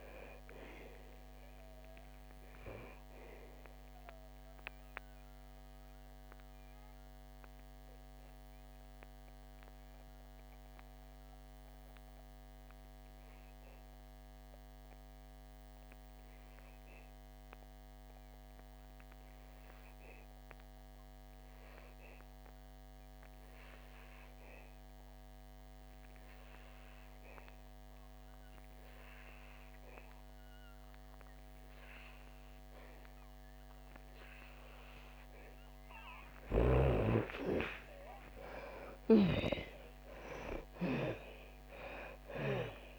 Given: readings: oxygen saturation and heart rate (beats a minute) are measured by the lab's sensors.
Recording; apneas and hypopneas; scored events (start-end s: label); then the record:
breathing in sleep by a microphone on the trachea; 1
0.00-21.50 s: oxygen desaturation (device-marked, oxygen 78% lowest, heart rate 56 extreme)
4.50-36.50 s: obstructive apnea (oxygen 99% before, 78% lowest, heart rate 64 before, 56 extreme, up 39 after)
26.50-42.99 s: oxygen desaturation (device-marked, oxygen 99% before, 80% lowest, heart rate 60 before, 58 extreme)
37.50-42.00 s: arousal
From the record:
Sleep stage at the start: N2 (light sleep); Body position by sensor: on the back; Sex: female